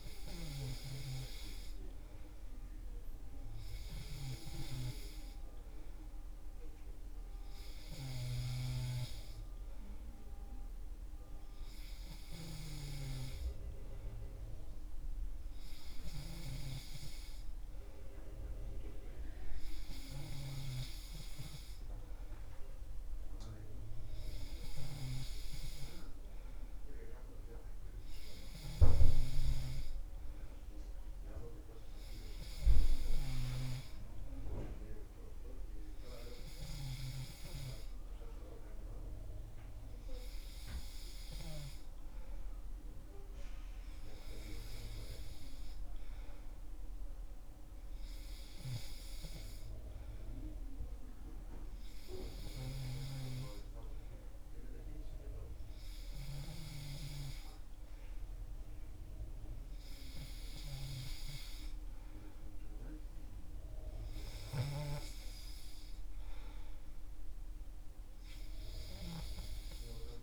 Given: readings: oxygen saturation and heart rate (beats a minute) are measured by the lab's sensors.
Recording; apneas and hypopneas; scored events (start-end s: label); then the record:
breathing in sleep by a room microphone; none
none scored
From the record:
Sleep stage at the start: N3 (deep sleep); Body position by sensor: on the back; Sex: male